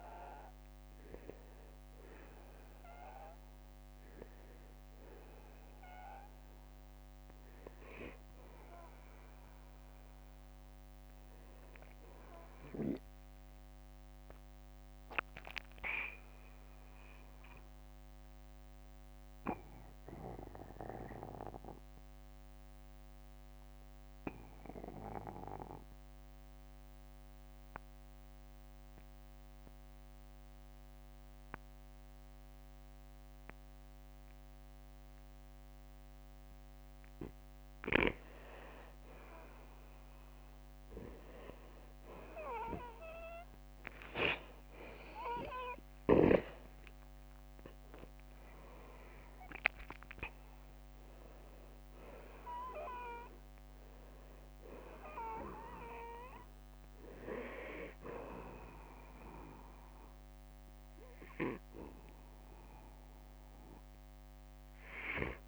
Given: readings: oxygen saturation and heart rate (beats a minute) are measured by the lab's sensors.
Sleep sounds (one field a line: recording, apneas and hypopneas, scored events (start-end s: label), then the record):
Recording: breathing in sleep by a microphone on the trachea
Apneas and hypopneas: 1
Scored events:
3.00-5.00 s: long interval between heartbeats (device-marked, heart rate 64 before, 68 extreme)
10.50-15.00 s: arousal
17.50-28.50 s: oxygen desaturation (device-marked, oxygen 96% before, 91% lowest, heart rate 61 before, 42 extreme)
19.00-36.50 s: obstructive apnea (oxygen 96% before, 88% lowest, heart rate 61 before, 42 extreme, up 20 after)
30.50-32.50 s: long interval between heartbeats (device-marked, heart rate 54 before, 44 extreme)
42.00-46.00 s: arousal
44.50-56.50 s: oxygen desaturation (device-marked, oxygen 96% before, 93% lowest, heart rate 51 before, 53 extreme)
58.50-65.48 s: oxygen desaturation (device-marked, oxygen 94% before, 88% lowest, heart rate 60 before, 53 extreme)
From the record:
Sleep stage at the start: N2 (light sleep)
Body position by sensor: on the back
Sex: male